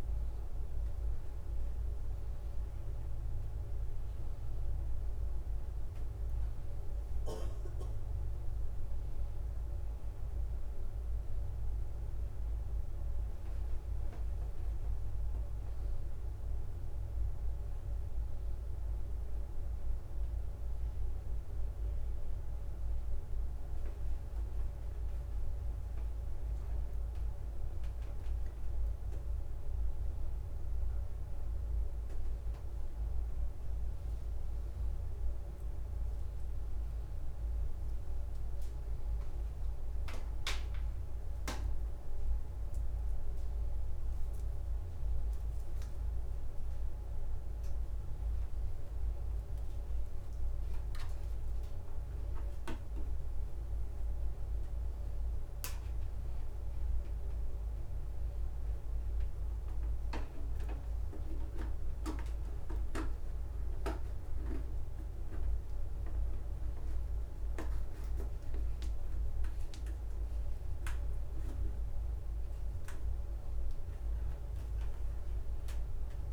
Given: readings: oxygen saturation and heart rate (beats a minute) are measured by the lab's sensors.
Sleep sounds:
a person awake in a sleep study, hard to hear, by a room microphone; none
0.00-3.50 s: tachycardia (device-marked, heart rate 103 extreme)
0.00-7.50 s: drop in pulse transit time (device-marked, heart rate 94 extreme)
1.50-3.50 s: long interval between heartbeats (device-marked, heart rate 113 before, 102 extreme)
10.50-17.50 s: tachycardia (device-marked, heart rate 100 before, 120 extreme)
15.00-17.00 s: long interval between heartbeats (device-marked, heart rate 99 before, 120 extreme)
21.50-28.50 s: tachycardia (device-marked, heart rate 100 before, 111 extreme)
28.50-30.50 s: long interval between heartbeats (device-marked, heart rate 105 before, 119 extreme)
40.50-42.50 s: long interval between heartbeats (device-marked, heart rate 100 before, 98 extreme)
41.50-43.50 s: tachycardia (device-marked, heart rate 101 before, 100 extreme)
45.00-47.00 s: long interval between heartbeats (device-marked, heart rate 101 before, 109 extreme)
48.50-54.50 s: tachycardia (device-marked, heart rate 101 before, 110 extreme)
50.00-52.00 s: long interval between heartbeats (device-marked, heart rate 99 before, 100 extreme)
52.00-54.00 s: long interval between heartbeats (device-marked, heart rate 98 before, 109 extreme)
52.50-63.50 s: drop in pulse transit time (device-marked, heart rate 99 before, 92 extreme)
57.50-76.33 s: tachycardia (device-marked, heart rate 102 before, 189 extreme)
63.00-65.00 s: long interval between heartbeats (device-marked, heart rate 104 before, 120 extreme)
65.00-67.00 s: long interval between heartbeats (device-marked, heart rate 106 before, 138 extreme)
68.50-70.50 s: long interval between heartbeats (device-marked, heart rate 113 before, 145 extreme)
73.50-75.50 s: long interval between heartbeats (device-marked, heart rate 121 before, 122 extreme)
74.50-76.33 s: drop in pulse transit time (device-marked, heart rate 122 before, 101 extreme)
From the record:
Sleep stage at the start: awake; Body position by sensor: upright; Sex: male

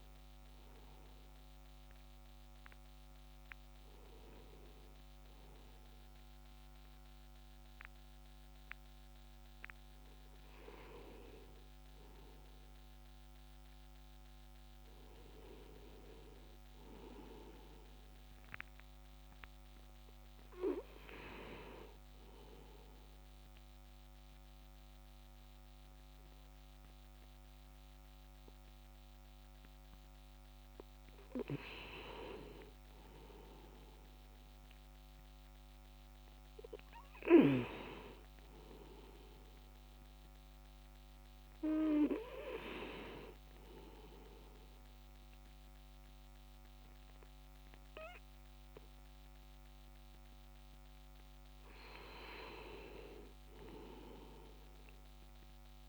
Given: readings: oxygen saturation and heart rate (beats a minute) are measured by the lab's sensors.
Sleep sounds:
breathing in sleep by a microphone on the trachea; none
1.00-55.89 s: new sleep stage, REM sleep
From the record:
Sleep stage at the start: N2 (light sleep); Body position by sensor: on the back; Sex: male

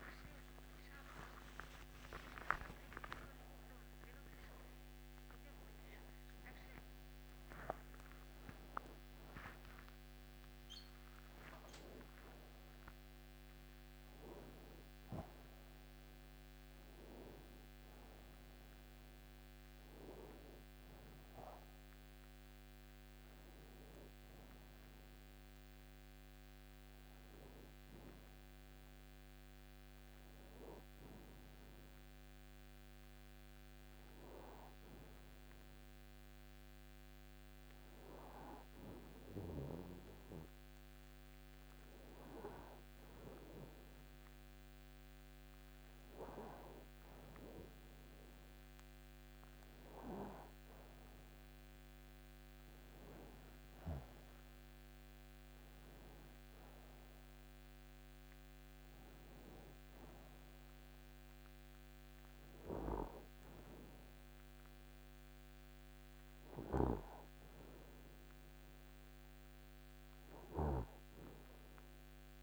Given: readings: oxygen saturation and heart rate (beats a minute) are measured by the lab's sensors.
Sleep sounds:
a person partly awake in a sleep study, by a microphone on the trachea; none
26.00-56.00 s: new sleep stage, N1 (lightest sleep)
56.00-72.42 s: new sleep stage, N2 (light sleep)
From the record:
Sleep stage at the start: awake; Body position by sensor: on the right side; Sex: male

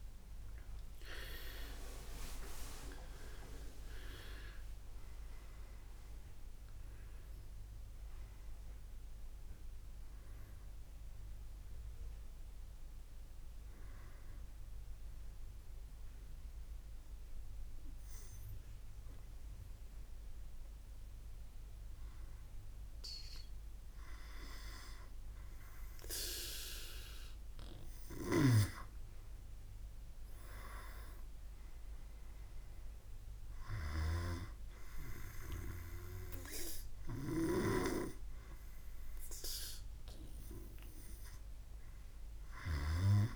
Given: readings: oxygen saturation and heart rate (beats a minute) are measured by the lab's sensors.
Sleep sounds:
breathing in sleep by a room microphone; 1
0.00-2.00 s: arousal
1.00-16.00 s: oxygen desaturation (device-marked, oxygen 99% before, 93% lowest, heart rate 67 before, 62 extreme)
15.00-25.00 s: obstructive apnea (oxygen 99% before, 94% lowest, heart rate 80 before, 62 extreme, up 7 after)
28.00-31.50 s: arousal
28.50-34.50 s: snoring (device-marked)
From the record:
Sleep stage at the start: N2 (light sleep); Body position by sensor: on the back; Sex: male

